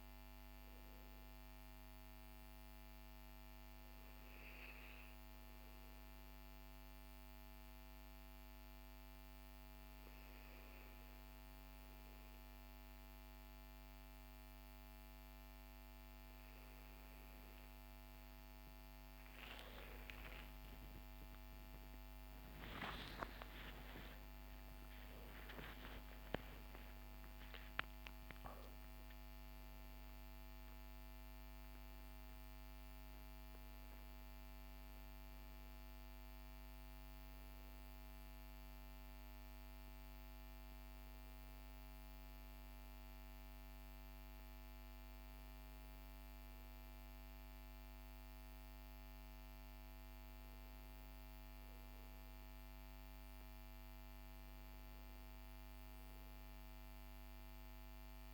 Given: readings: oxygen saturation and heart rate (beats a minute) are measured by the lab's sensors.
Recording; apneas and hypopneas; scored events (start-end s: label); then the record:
a person awake in a sleep study, by a microphone on the trachea; 1
5.50-16.50 s: hypopnea (oxygen 98% before, 94% lowest, heart rate 68 before, 45 extreme, up 20 after)
19.00-49.00 s: new sleep stage, awake
49.00-58.34 s: new sleep stage, N1 (lightest sleep)
From the record:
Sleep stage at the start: N2 (light sleep); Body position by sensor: on the back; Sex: male